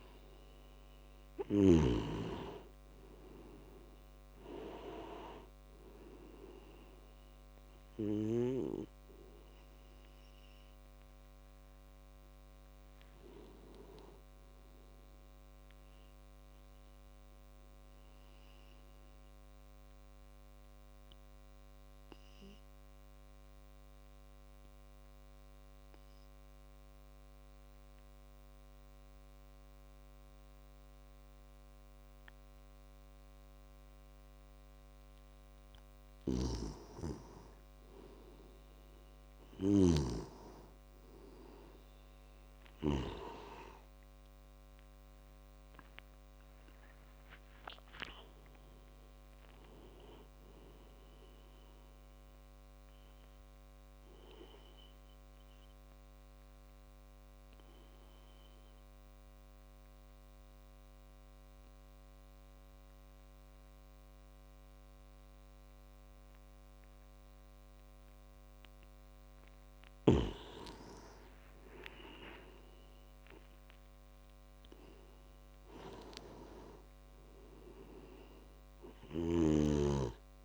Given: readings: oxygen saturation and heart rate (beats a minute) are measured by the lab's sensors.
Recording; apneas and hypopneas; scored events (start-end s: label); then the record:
breathing in sleep by a microphone on the trachea; 2
0.00-2.00 s: snoring (device-marked)
0.00-9.50 s: tachycardia (device-marked, heart rate 165 extreme)
0.00-27.50 s: oxygen desaturation (device-marked, oxygen 89% lowest, heart rate 53 extreme)
18.50-34.50 s: obstructive apnea (oxygen 96% before, 91% lowest, heart rate 122 before, 53 extreme, up 9 after)
36.00-43.00 s: snoring (device-marked)
41.50-64.50 s: oxygen desaturation (device-marked, oxygen 98% before, 91% lowest, heart rate 55 before, 51 extreme)
45.50-49.50 s: arousal
55.00-68.50 s: obstructive apnea (oxygen 98% before, 91% lowest, heart rate 63 before, 51 extreme, up 49 after)
71.00-75.00 s: arousal
77.50-80.45 s: oxygen desaturation (device-marked, oxygen 98% before, 92% lowest, heart rate 66 before, 51 extreme)
From the record:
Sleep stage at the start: N2 (light sleep); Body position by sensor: on the back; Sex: male